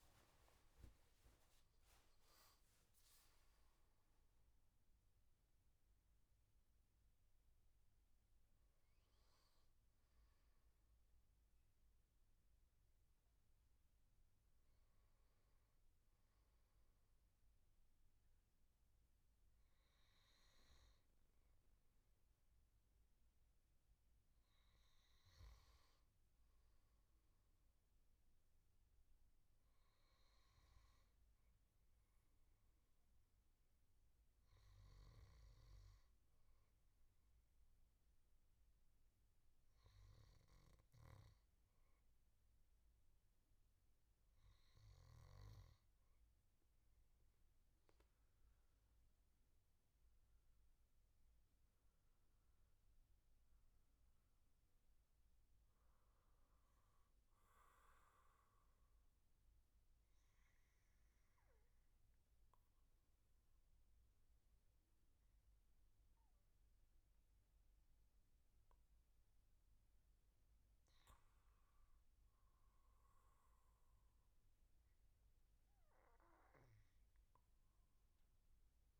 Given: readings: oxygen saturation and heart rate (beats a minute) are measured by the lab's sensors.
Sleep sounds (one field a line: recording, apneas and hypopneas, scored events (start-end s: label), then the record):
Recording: breathing in sleep, hard to hear, by a room microphone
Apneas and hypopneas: 2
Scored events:
0.00-16.50 s: oxygen desaturation (device-marked, oxygen 87% lowest, heart rate 73 extreme)
31.50-45.00 s: hypopnea (oxygen 99% before, 95% lowest, heart rate 75 before, 73 extreme, up 8 after)
47.00-50.50 s: arousal
58.00-70.50 s: obstructive apnea (oxygen 99% before, 89% lowest, heart rate 79 before, 78 extreme, up 5 after)
73.00-76.00 s: arousal
From the record:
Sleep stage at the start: N2 (light sleep)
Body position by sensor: on the back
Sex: male